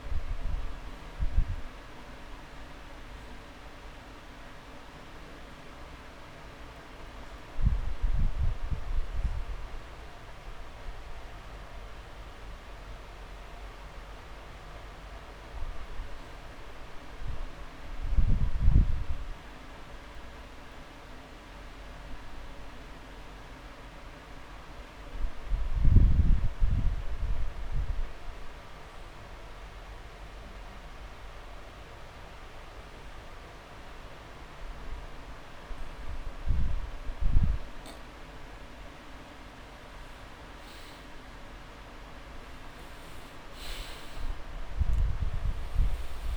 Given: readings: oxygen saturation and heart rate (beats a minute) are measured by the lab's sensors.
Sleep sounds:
breathing in sleep, hard to hear, by a room microphone; 1
0.50-13.50 s: oxygen desaturation (device-marked, oxygen 98% before, 90% lowest)
16.50-19.50 s: arousal
24.00-39.00 s: mixed apnea (oxygen 98% before, 90% lowest)
38.50-40.50 s: long interval between heartbeats (device-marked)
43.50-46.37 s: arousal
From the record:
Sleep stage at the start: N2 (light sleep); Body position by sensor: on the back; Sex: male

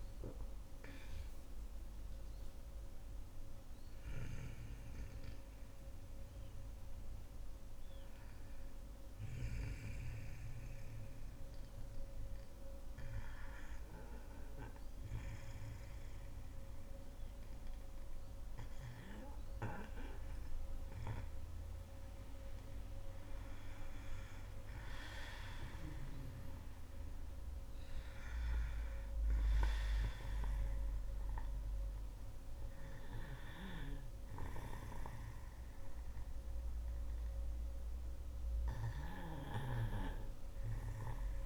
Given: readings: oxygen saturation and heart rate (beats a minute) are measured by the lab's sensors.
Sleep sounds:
breathing in sleep by a room microphone; 1
0.00-2.00 s: arousal
10.50-21.50 s: hypopnea (oxygen 96% before, 92% lowest, heart rate 66 before, 59 extreme, up 4 after)
24.00-27.00 s: arousal
28.00-40.00 s: oxygen desaturation (device-marked, oxygen 97% before, 92% lowest, heart rate 60 before, 60 extreme)
From the record:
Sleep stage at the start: N2 (light sleep); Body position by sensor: on the back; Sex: female

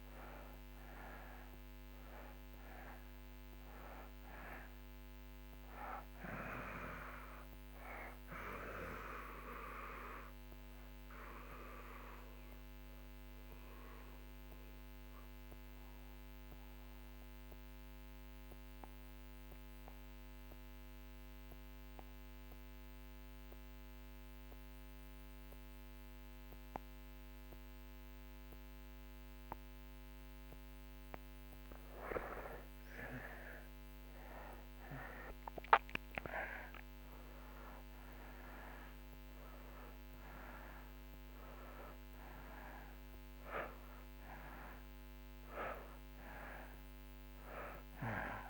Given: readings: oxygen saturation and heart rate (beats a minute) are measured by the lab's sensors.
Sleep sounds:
breathing in sleep by a microphone on the trachea; 1
0.00-24.00 s: oxygen desaturation (device-marked, oxygen 76% lowest)
10.00-32.00 s: obstructive apnea (oxygen 97% before, 76% lowest)
34.50-38.00 s: arousal
40.00-48.50 s: oxygen desaturation (device-marked, oxygen 97% before, 78% lowest)
From the record:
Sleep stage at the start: REM sleep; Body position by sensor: on the back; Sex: male

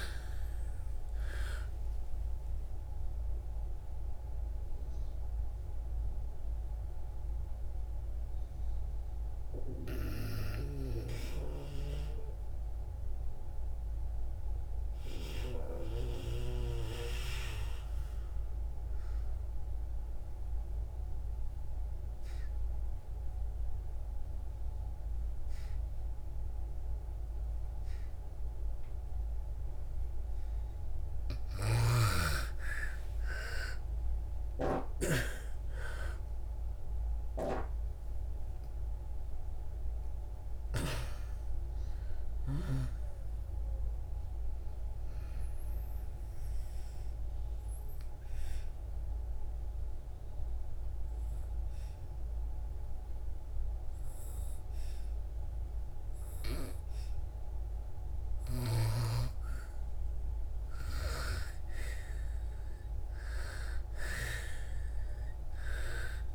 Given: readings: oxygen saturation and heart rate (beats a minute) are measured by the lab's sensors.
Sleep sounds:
breathing in sleep by a room microphone; 2
0.00-23.50 s: oxygen desaturation (device-marked, oxygen 82% lowest, heart rate 63 extreme)
3.00-31.00 s: mixed apnea (oxygen 99% before, 82% lowest, heart rate 75 before, 63 extreme, up 6 after)
30.50-56.50 s: oxygen desaturation (device-marked, oxygen 98% before, 84% lowest, heart rate 65 before, 62 extreme)
33.00-36.50 s: arousal
45.50-59.00 s: obstructive apnea (oxygen 98% before, 82% lowest, heart rate 70 before, 61 extreme, up 8 after)
62.50-65.50 s: arousal
From the record:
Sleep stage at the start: N2 (light sleep); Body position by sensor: on the back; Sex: female

